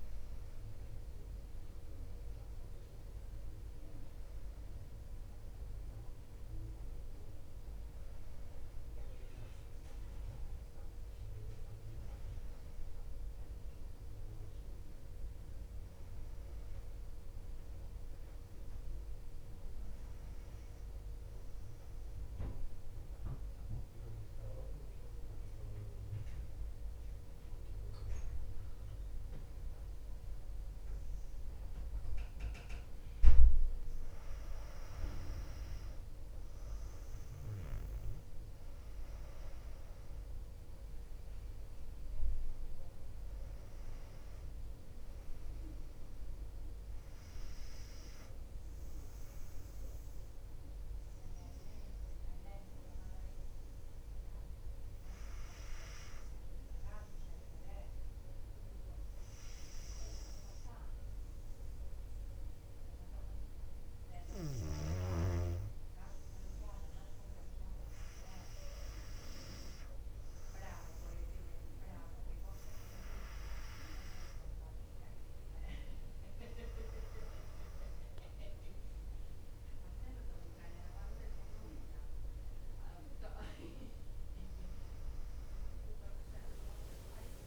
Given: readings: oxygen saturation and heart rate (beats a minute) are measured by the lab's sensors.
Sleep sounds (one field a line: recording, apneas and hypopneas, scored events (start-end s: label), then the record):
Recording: breathing in sleep by a room microphone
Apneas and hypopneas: 2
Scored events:
0.00-18.00 s: oxygen desaturation (device-marked, oxygen 94% lowest, heart rate 57 extreme)
23.50-34.50 s: central apnea (oxygen 100% before, 95% lowest, heart rate 60 before, 55 extreme, up 4 after)
37.00-41.00 s: arousal
40.00-61.00 s: oxygen desaturation (device-marked, oxygen 99% before, 95% lowest, heart rate 59 before, 55 extreme)
50.50-65.00 s: hypopnea (oxygen 100% before, 95% lowest, heart rate 59 before, 55 extreme, up 4 after)
67.50-71.50 s: arousal
From the record:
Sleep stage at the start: REM sleep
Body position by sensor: on the back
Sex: female